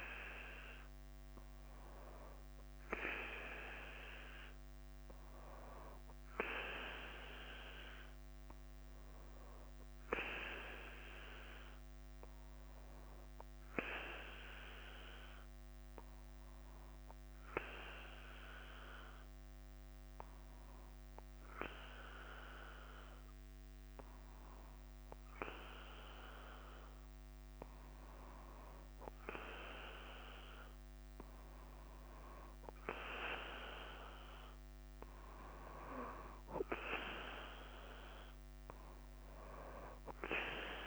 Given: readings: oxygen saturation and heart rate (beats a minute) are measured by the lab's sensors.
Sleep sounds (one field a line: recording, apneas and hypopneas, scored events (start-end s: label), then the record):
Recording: breathing in sleep by a microphone on the trachea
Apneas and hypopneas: 1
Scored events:
0.00-40.87 s: bradycardia (device-marked, heart rate 42 extreme)
14.50-27.00 s: obstructive apnea (oxygen 98% before, 92% lowest, heart rate 49 before, 47 extreme, up 4 after)
29.00-32.00 s: arousal
From the record:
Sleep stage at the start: N2 (light sleep)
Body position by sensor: on the back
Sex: male